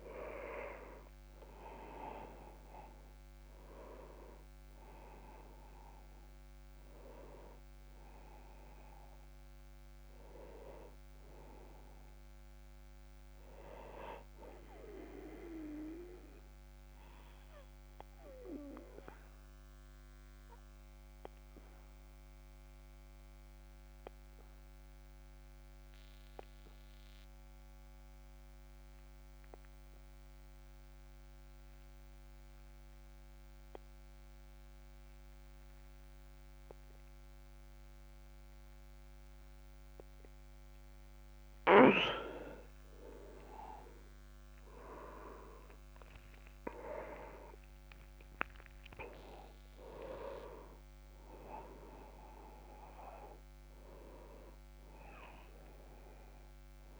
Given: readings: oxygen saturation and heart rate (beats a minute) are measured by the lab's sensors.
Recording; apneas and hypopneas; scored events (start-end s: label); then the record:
breathing in sleep by a microphone on the trachea; 1
0.00-24.00 s: oxygen desaturation (device-marked, oxygen 93% lowest)
16.00-41.50 s: obstructive apnea (oxygen 99% before, 92% lowest)
43.50-47.50 s: arousal
45.00-57.00 s: oxygen desaturation (device-marked, oxygen 99% before, 92% lowest)
From the record:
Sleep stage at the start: N2 (light sleep); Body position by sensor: on the back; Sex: male